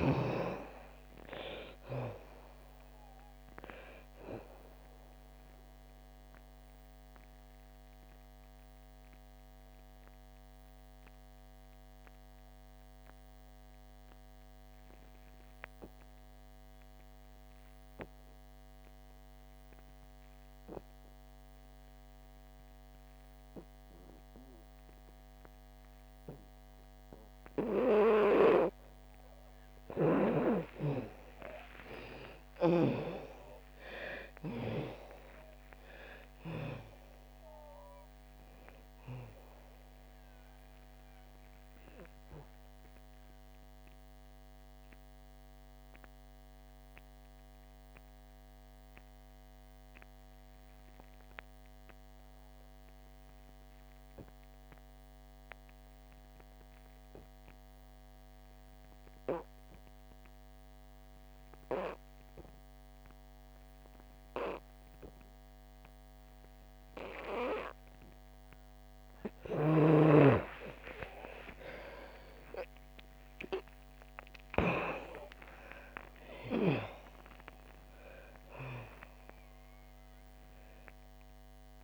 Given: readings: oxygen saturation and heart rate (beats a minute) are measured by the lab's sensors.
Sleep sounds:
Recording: breathing in sleep by a microphone on the trachea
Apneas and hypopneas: 2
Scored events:
0.00-26.00 s: oxygen desaturation (device-marked, oxygen 71% lowest, heart rate 59 extreme)
6.50-29.50 s: mixed apnea (oxygen 97% before, 71% lowest, heart rate 74 before, 59 extreme, up 56 after)
28.00-62.00 s: oxygen desaturation (device-marked, oxygen 97% before, 75% lowest, heart rate 65 before, 59 extreme)
31.00-36.00 s: arousal
42.00-69.00 s: mixed apnea (oxygen 97% before, 74% lowest, heart rate 88 before, 56 extreme, up 60 after)
64.00-81.84 s: oxygen desaturation (device-marked, oxygen 98% before, 74% lowest, heart rate 63 before, 56 extreme)
70.50-75.50 s: arousal
From the record:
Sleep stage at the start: N2 (light sleep)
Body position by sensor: on the back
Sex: female

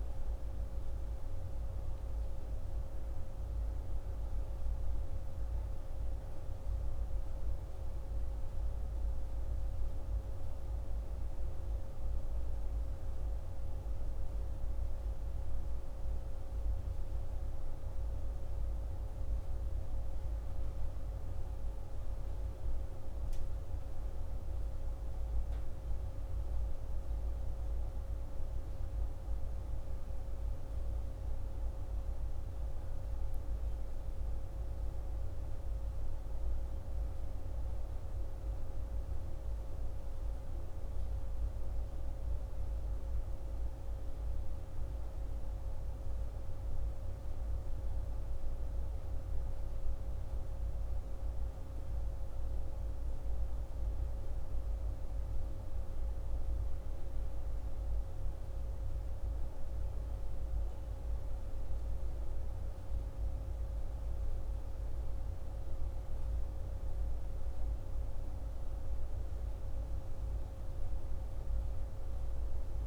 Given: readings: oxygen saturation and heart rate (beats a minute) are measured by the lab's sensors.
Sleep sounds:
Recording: breathing in sleep, hard to hear, by a room microphone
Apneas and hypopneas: none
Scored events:
none scored
From the record:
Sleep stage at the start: N1 (lightest sleep)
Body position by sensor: on the back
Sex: male

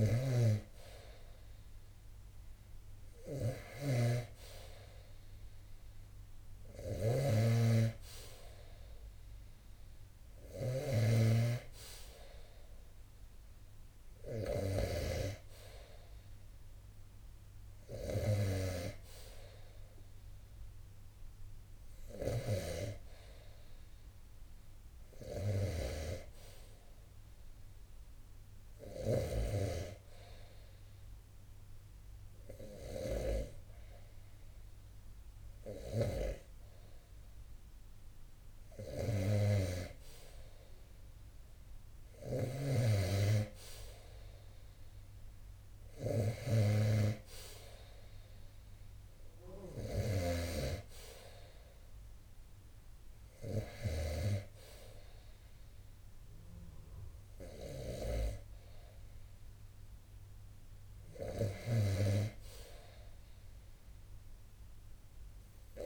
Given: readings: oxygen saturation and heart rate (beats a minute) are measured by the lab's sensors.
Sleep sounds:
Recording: breathing in sleep by a room microphone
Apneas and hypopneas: 1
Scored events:
0.00-14.00 s: snoring (device-marked)
21.00-32.50 s: snoring (device-marked)
28.00-38.50 s: hypopnea (oxygen 92% before, 89% lowest, heart rate 47 before, 25 extreme, up 9 after)
41.00-49.50 s: snoring (device-marked)
41.50-46.00 s: arousal
44.00-65.00 s: oxygen desaturation (device-marked, oxygen 92% before, 89% lowest)
60.50-65.86 s: snoring (device-marked)
From the record:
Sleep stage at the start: N2 (light sleep)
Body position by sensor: on the right side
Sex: male

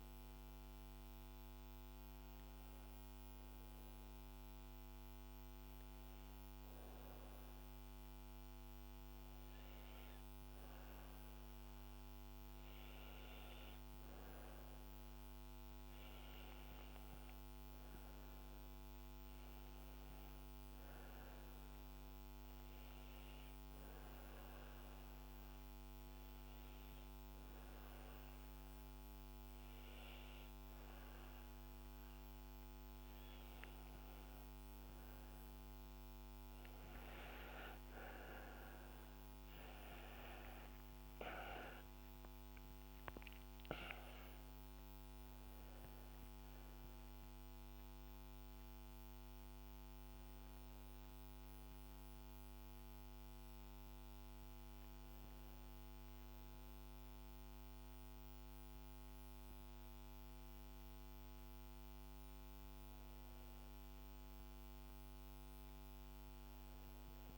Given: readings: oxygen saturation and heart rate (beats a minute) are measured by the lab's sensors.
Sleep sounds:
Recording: a person partly awake in a sleep study, hard to hear, by a microphone on the trachea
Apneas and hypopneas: 1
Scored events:
3.50-16.00 s: obstructive apnea (oxygen 99% before, 94% lowest, heart rate 69 before, 70 extreme, up 0 after)
18.00-37.00 s: oxygen desaturation (device-marked, oxygen 97% before, 94% lowest, heart rate 70 before, 69 extreme)
41.00-67.37 s: new sleep stage, awake
From the record:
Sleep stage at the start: N1 (lightest sleep)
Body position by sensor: on the back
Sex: female

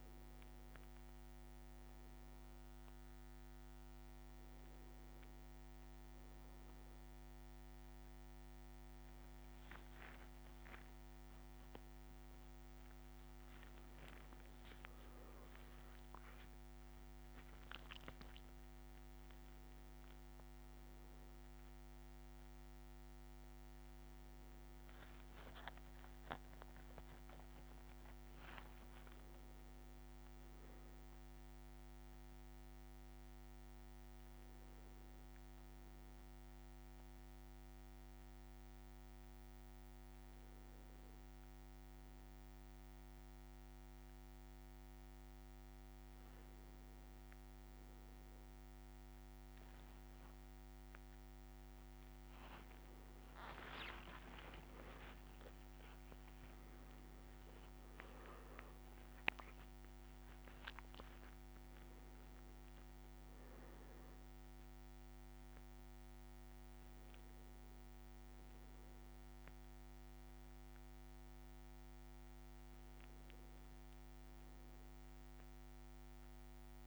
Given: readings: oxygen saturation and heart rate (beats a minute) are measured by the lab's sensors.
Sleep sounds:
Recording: a person partly awake in a sleep study, hard to hear, by a microphone on the trachea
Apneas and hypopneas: none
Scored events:
1.00-31.00 s: new sleep stage, awake
9.00-15.00 s: leg movement (device-marked)
31.00-76.87 s: new sleep stage, N1 (lightest sleep)
51.00-55.50 s: arousal
53.50-56.50 s: leg movement (device-marked)
From the record:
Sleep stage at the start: N1 (lightest sleep)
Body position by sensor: on the back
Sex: male

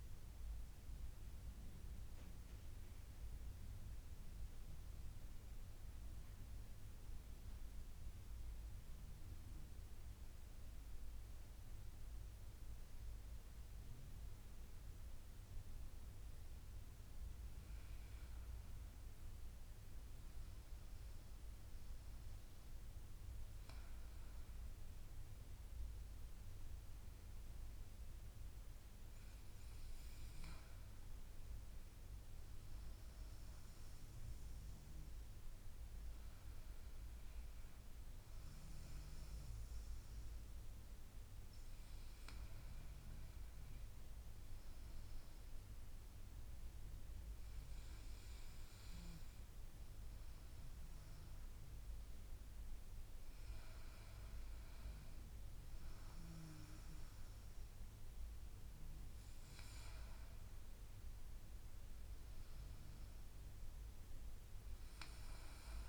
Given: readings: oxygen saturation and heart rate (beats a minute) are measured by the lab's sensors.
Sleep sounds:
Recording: breathing in sleep, hard to hear, by a room microphone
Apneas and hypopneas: none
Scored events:
0.00-11.50 s: drop in pulse transit time (device-marked, heart rate 79 extreme)
From the record:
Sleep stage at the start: N2 (light sleep)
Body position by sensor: on the back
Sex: female

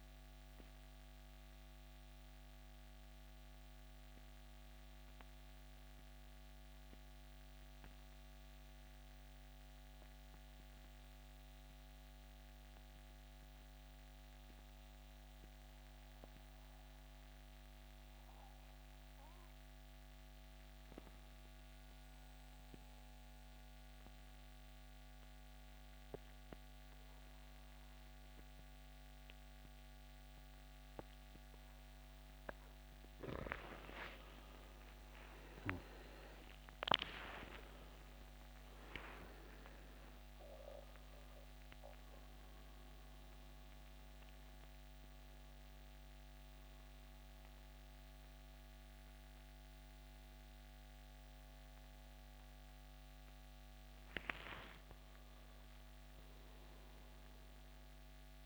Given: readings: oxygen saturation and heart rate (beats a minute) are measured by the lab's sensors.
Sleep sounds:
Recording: breathing in sleep by a microphone on the trachea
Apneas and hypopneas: 1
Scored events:
0.00-13.50 s: oxygen desaturation (device-marked, oxygen 87% lowest, heart rate 63 extreme)
3.50-32.00 s: mixed apnea (oxygen 96% before, 83% lowest, heart rate 76 before, 63 extreme, up 19 after)
28.50-58.46 s: oxygen desaturation (device-marked, oxygen 96% before, 83% lowest, heart rate 64 before, 67 extreme)
33.50-38.00 s: arousal
57.50-58.46 s: new sleep stage, awake
From the record:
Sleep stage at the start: N2 (light sleep)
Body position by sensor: on the back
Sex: male

